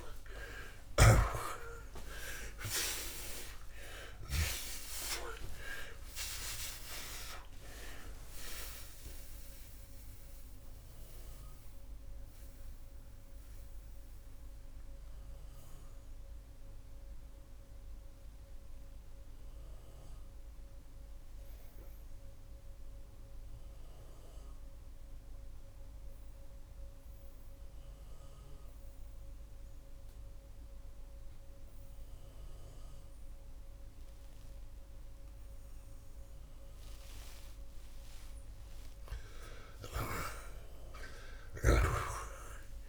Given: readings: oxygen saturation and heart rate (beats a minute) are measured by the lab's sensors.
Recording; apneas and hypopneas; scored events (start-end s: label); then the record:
breathing in sleep by a room microphone; 1
0.00-1.00 s: snoring (device-marked)
0.00-1.50 s: arousal
9.50-38.50 s: mixed apnea (oxygen 93% before, 81% lowest)
13.00-35.00 s: oxygen desaturation (device-marked, oxygen 92% before, 82% lowest)
40.50-42.89 s: arousal
41.00-42.89 s: snoring (device-marked)
From the record:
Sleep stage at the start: N2 (light sleep); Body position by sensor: on the back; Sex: male